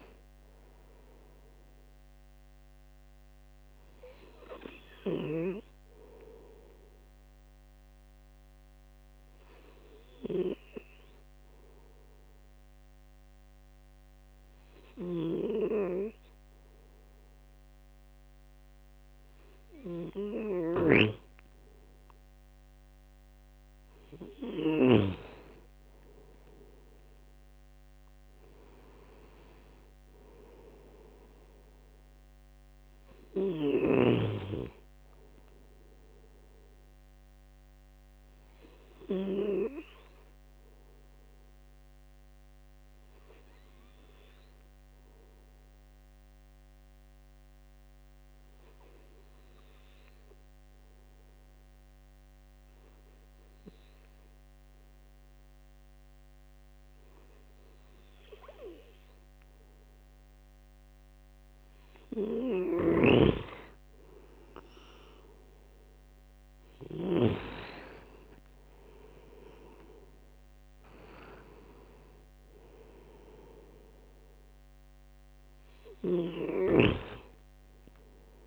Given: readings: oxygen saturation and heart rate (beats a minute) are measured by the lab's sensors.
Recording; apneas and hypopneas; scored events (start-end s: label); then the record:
breathing in sleep by a microphone on the trachea; 2
4.50-20.50 s: obstructive apnea (oxygen 98% before, 92% lowest, heart rate 76 before, 72 extreme, up 6 after)
24.00-28.00 s: arousal
30.00-35.00 s: oxygen desaturation (device-marked, oxygen 97% before, 94% lowest, heart rate 76 before, 71 extreme)
39.00-60.50 s: obstructive apnea (oxygen 97% before, 92% lowest, heart rate 77 before, 71 extreme, up 6 after)
62.50-67.50 s: arousal
69.00-78.47 s: oxygen desaturation (device-marked, oxygen 97% before, 92% lowest, heart rate 75 before, 68 extreme)
From the record:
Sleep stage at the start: N2 (light sleep); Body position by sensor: on the right side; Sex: male